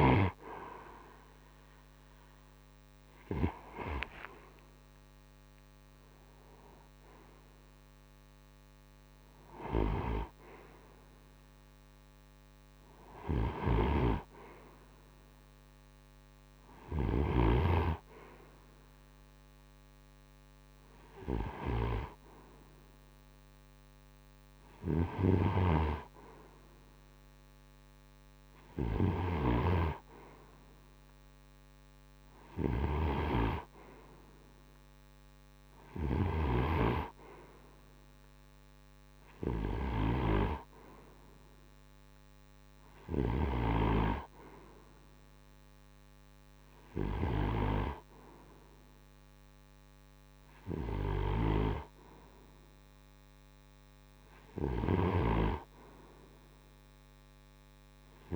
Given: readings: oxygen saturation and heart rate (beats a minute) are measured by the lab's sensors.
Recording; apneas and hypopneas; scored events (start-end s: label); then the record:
breathing in sleep by a microphone on the trachea; none
2.00-6.00 s: arousal
12.50-42.50 s: snoring (device-marked)
From the record:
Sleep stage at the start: N2 (light sleep); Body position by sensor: on the right side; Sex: male